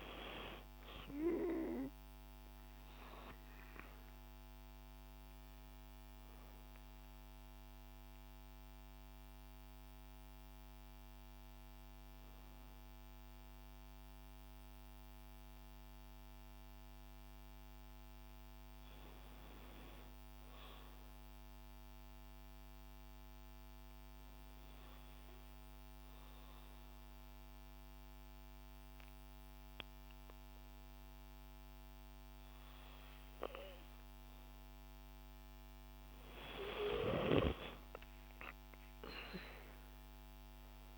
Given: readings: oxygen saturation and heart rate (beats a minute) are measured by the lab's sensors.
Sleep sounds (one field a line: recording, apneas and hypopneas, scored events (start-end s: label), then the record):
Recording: breathing in sleep by a microphone on the trachea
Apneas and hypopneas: 1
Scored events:
0.00-18.50 s: oxygen desaturation (device-marked, oxygen 89% lowest, heart rate 47 extreme)
21.00-34.00 s: obstructive apnea (oxygen 96% before, 91% lowest, heart rate 112 before, 47 extreme)
35.50-40.00 s: arousal
From the record:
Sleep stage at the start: N2 (light sleep)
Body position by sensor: on the back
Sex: female